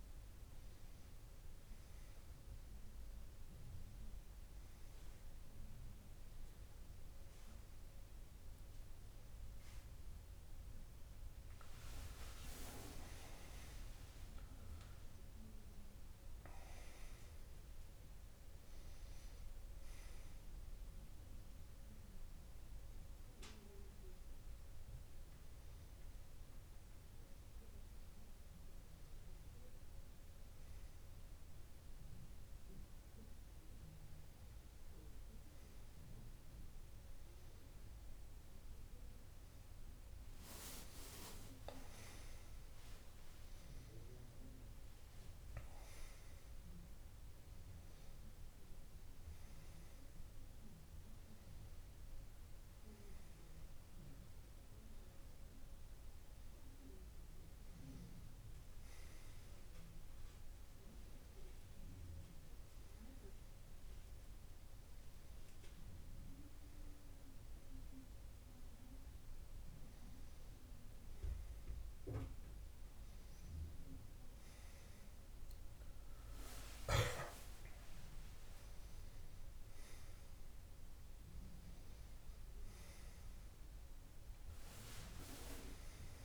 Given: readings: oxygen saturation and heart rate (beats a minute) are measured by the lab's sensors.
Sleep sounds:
a person awake in a sleep study, by a room microphone; none
14.00-16.00 s: long interval between heartbeats (device-marked)
From the record:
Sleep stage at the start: awake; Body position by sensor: on the left side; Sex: male

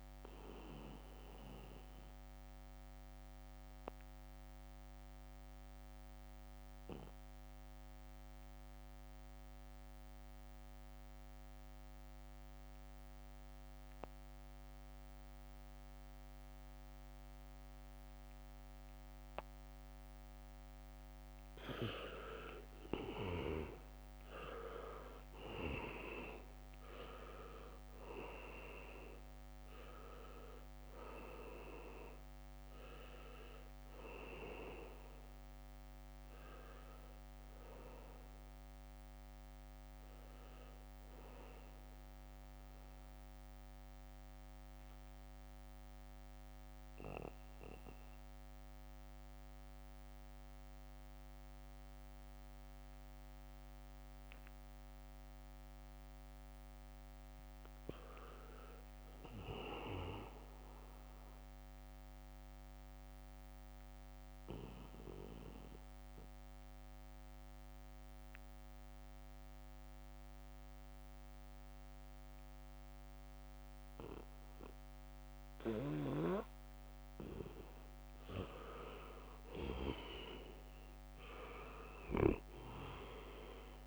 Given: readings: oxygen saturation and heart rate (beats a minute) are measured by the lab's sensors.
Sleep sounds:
breathing in sleep by a microphone on the trachea; 3
0.00-11.50 s: oxygen desaturation (device-marked, oxygen 88% lowest, heart rate 68 extreme)
0.50-20.50 s: mixed apnea (oxygen 98% before, 84% lowest, heart rate 72 before, 68 extreme, up 1 after)
2.50-7.00 s: leg movement (device-marked)
19.50-52.50 s: oxygen desaturation (device-marked, oxygen 98% before, 84% lowest, heart rate 70 before, 68 extreme)
23.00-27.50 s: arousal
44.50-55.50 s: mixed apnea (oxygen 98% before, 84% lowest, heart rate 71 before, 67 extreme, up 4 after)
58.00-61.00 s: arousal
58.00-64.50 s: leg movement (device-marked)
66.00-77.00 s: obstructive apnea (oxygen 99% before, 84% lowest, heart rate 76 before, 65 extreme)
66.50-79.50 s: oxygen desaturation (device-marked, oxygen 99% before, 92% lowest, heart rate 76 before, 65 extreme)
78.50-83.87 s: leg movement (device-marked)
81.50-83.87 s: arousal
81.50-83.87 s: oxygen desaturation (device-marked, oxygen 95% before, 84% lowest, heart rate 70 before, 67 extreme)
From the record:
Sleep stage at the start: N2 (light sleep); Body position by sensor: on the back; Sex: male

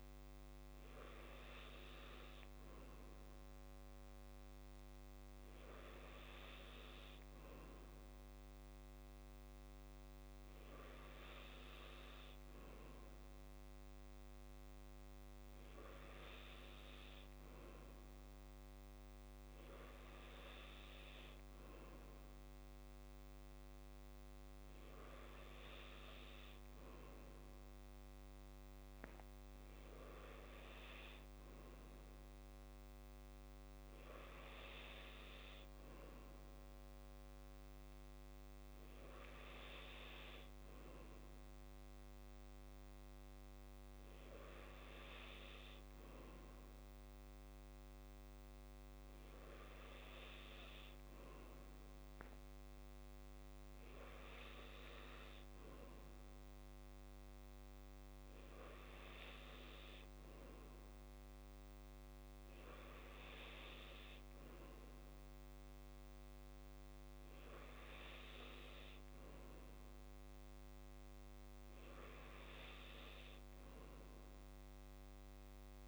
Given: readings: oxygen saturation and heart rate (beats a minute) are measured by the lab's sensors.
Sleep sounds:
breathing in sleep, hard to hear, by a microphone on the trachea; none
none scored
From the record:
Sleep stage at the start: N2 (light sleep); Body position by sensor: on the back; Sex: male

